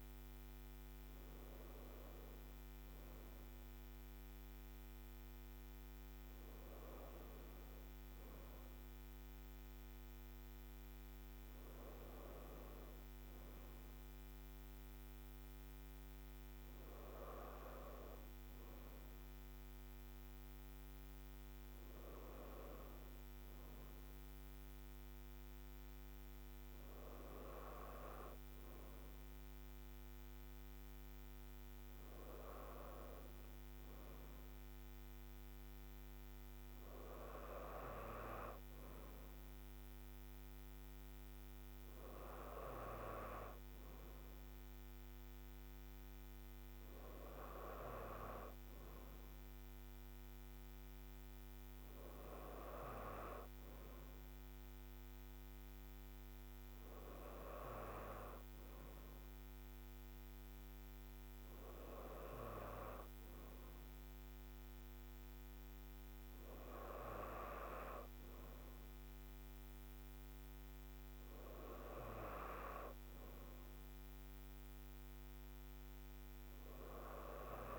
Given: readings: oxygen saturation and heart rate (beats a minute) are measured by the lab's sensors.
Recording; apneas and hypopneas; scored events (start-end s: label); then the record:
breathing in sleep by a microphone on the trachea; none
none scored
From the record:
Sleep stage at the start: N3 (deep sleep); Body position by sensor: on the right side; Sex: female